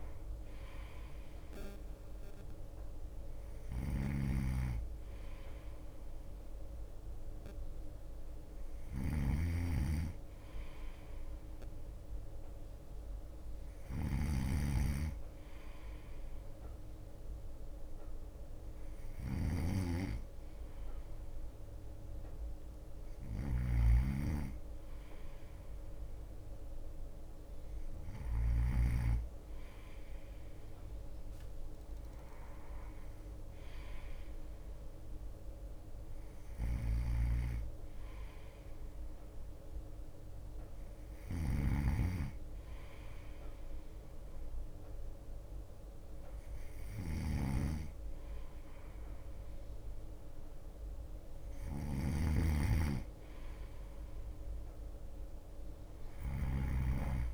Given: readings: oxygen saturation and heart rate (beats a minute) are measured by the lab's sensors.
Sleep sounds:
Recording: breathing in sleep by a room microphone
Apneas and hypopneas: none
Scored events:
0.00-28.00 s: bradycardia (device-marked, heart rate 57 before, 57 extreme)
3.50-29.00 s: snoring (device-marked)
31.50-33.50 s: long interval between heartbeats (device-marked, heart rate 58 before, 67 extreme)
33.00-43.00 s: drop in pulse transit time (device-marked, heart rate 59 before, 56 extreme)
34.00-51.00 s: bradycardia (device-marked, heart rate 57 before, 55 extreme)
37.00-57.34 s: snoring (device-marked)
54.00-57.34 s: drop in pulse transit time (device-marked, heart rate 59 before, 55 extreme)
From the record:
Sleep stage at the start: N2 (light sleep)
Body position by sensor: on the right side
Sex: male

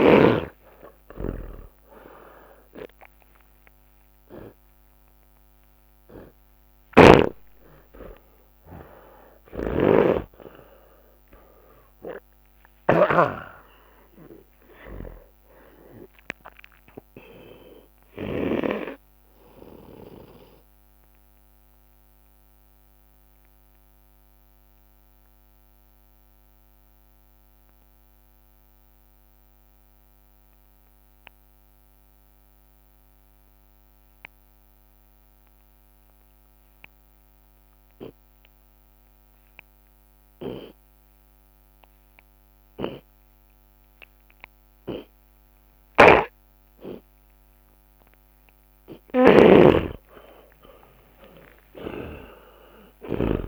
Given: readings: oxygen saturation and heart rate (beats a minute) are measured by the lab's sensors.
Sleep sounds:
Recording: breathing in sleep by a microphone on the trachea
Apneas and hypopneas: 1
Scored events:
3.00-5.00 s: long interval between heartbeats (device-marked)
6.50-12.50 s: arousal
6.50-18.50 s: snoring (device-marked)
10.00-22.00 s: drop in pulse transit time (device-marked)
10.50-12.50 s: long interval between heartbeats (device-marked)
12.00-16.00 s: tachycardia (device-marked, heart rate 66 before, 117 extreme)
13.50-15.50 s: long interval between heartbeats (device-marked)
17.00-19.00 s: long interval between heartbeats (device-marked, heart rate 45 before, 105 extreme)
19.00-21.00 s: long interval between heartbeats (device-marked, heart rate 54 before, 57 extreme)
20.50-47.50 s: obstructive apnea (oxygen 97% before, 84% lowest)
31.00 s: drop in pulse transit time (device-marked)
33.50-35.50 s: long interval between heartbeats (device-marked)
34.00-47.00 s: oxygen desaturation (device-marked, oxygen 94% before, 84% lowest)
37.00-39.00 s: long interval between heartbeats (device-marked, heart rate 45 before, 37 extreme)
45.50-53.48 s: snoring (device-marked)
48.00-53.48 s: drop in pulse transit time (device-marked)
49.00-51.00 s: long interval between heartbeats (device-marked)
49.00-53.48 s: tachycardia (device-marked, heart rate 65 before, 144 extreme)
51.00-53.48 s: arousal
From the record:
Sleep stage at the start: N2 (light sleep)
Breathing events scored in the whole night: 295 in 3.7 hours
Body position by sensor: on the back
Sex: male

